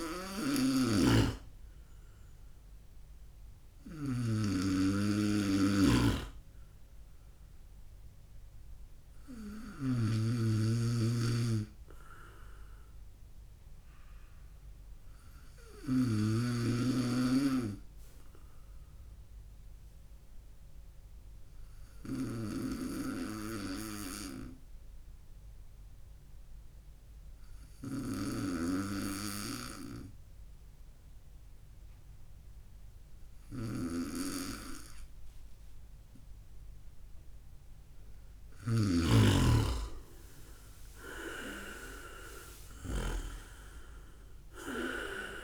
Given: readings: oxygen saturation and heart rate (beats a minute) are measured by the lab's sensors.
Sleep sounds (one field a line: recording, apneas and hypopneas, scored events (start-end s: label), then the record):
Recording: breathing in sleep by a room microphone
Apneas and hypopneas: 1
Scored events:
1.00-16.00 s: snoring (device-marked)
22.00-45.43 s: snoring (device-marked)
23.50-37.00 s: hypopnea (oxygen 98% before, 96% lowest, heart rate 66 before, 58 extreme, up 6 after)
41.50-45.43 s: arousal
From the record:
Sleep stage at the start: N2 (light sleep)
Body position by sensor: on the right side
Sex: male